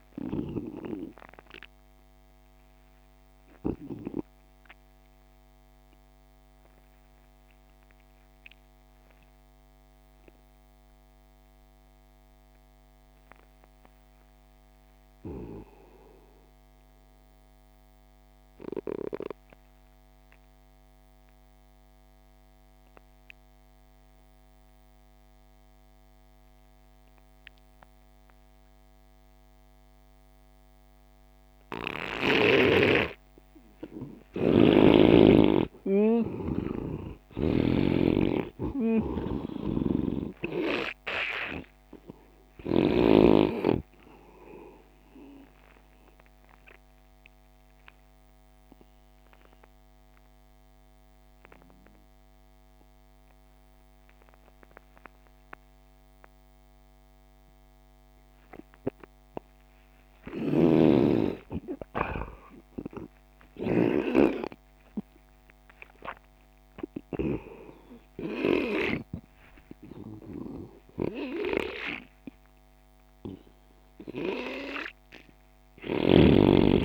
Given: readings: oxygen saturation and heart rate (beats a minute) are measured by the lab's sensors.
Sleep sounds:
breathing in sleep by a microphone on the trachea; 2
0.00-11.50 s: oxygen desaturation (device-marked, oxygen 84% lowest)
3.00-35.00 s: obstructive apnea (oxygen 98% before, 84% lowest)
30.50-55.50 s: oxygen desaturation (device-marked, oxygen 99% before, 86% lowest)
34.50-38.00 s: snoring (device-marked)
37.00-40.50 s: arousal
48.00-61.50 s: mixed apnea (oxygen 99% before, 85% lowest)
60.50-64.00 s: snoring (device-marked)
65.00-69.00 s: arousal
69.50-76.85 s: oxygen desaturation (device-marked, oxygen 98% before, 94% lowest)
From the record:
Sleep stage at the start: N2 (light sleep); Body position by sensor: on the right side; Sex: male

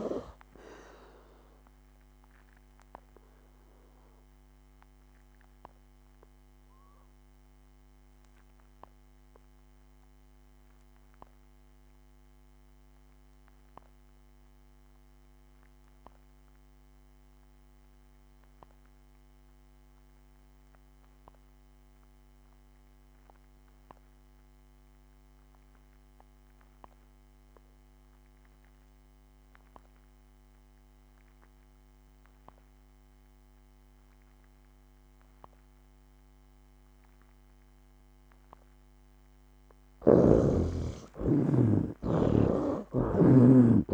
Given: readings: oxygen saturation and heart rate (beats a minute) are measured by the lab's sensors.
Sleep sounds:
breathing in sleep by a microphone on the trachea; 1
0.00-15.50 s: oxygen desaturation (device-marked, oxygen 55% lowest, heart rate 71 extreme)
1.00-38.00 s: obstructive apnea (oxygen 96% before, 51% lowest, heart rate 79 before, 71 extreme, up 13 after)
17.50-43.94 s: oxygen desaturation (device-marked, oxygen 95% before, 51% lowest, heart rate 84 before, 68 extreme)
41.50-43.94 s: arousal
From the record:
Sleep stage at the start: REM sleep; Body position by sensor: on the back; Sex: male

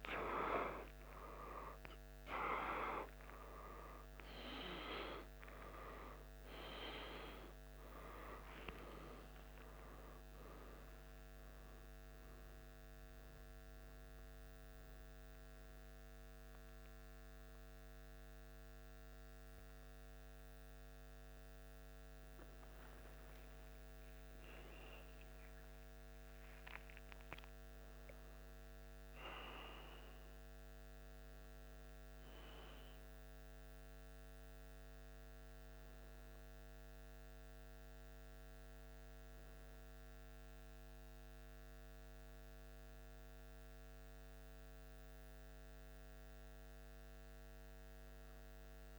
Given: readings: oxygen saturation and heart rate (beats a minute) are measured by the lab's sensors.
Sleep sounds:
a person awake in a sleep study, by a microphone on the trachea; none
1.50-31.50 s: new sleep stage, awake
31.50-48.99 s: new sleep stage, N1 (lightest sleep)
From the record:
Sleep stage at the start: N2 (light sleep); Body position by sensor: on the back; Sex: male

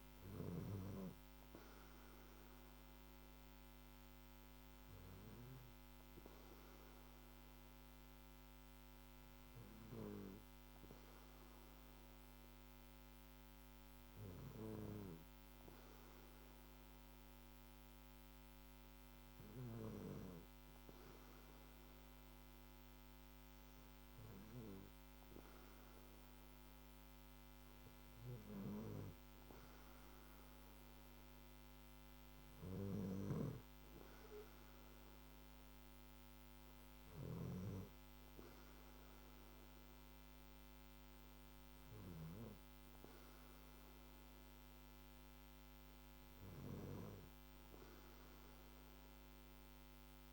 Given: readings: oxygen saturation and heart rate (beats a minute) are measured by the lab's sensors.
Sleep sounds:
breathing in sleep by a microphone on the trachea; none
none scored
From the record:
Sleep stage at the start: N2 (light sleep); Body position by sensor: on the back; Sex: male

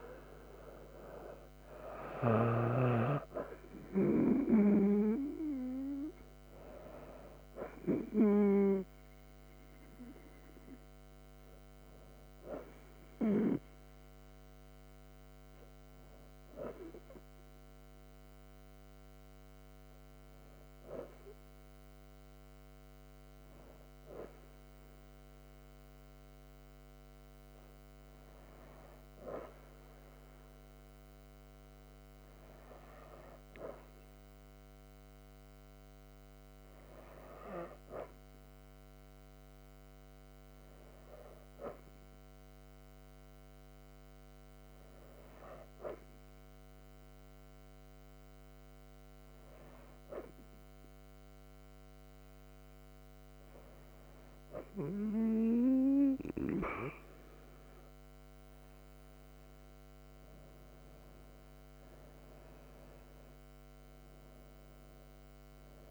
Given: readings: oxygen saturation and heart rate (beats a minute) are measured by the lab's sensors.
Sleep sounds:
breathing in sleep by a microphone on the trachea; 1
0.00-19.50 s: oxygen desaturation (device-marked, oxygen 92% lowest)
45.50-58.00 s: obstructive apnea (oxygen 97% before, 91% lowest)
63.50-65.91 s: arousal
From the record:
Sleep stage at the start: N2 (light sleep); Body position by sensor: on the right side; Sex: female

